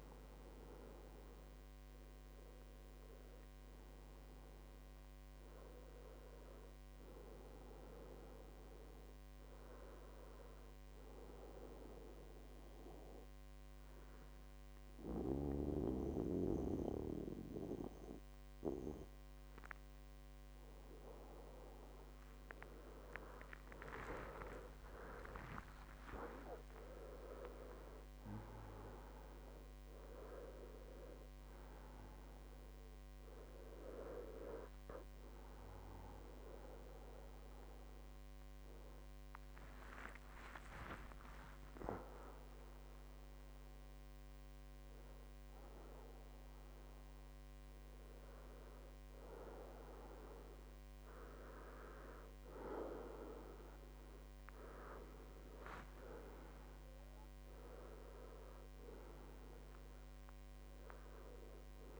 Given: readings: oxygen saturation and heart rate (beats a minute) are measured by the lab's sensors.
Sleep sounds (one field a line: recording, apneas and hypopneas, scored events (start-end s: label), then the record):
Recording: breathing in sleep by a microphone on the trachea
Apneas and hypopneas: 1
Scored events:
8.00-20.50 s: obstructive apnea (oxygen 98% before, 94% lowest, heart rate 72 before, 62 extreme, up 17 after)
23.00-27.00 s: arousal
30.00-44.00 s: oxygen desaturation (device-marked, oxygen 97% before, 94% lowest, heart rate 68 before, 64 extreme)
58.50-62.00 s: arousal
From the record:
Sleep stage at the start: N2 (light sleep)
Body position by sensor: on the back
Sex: male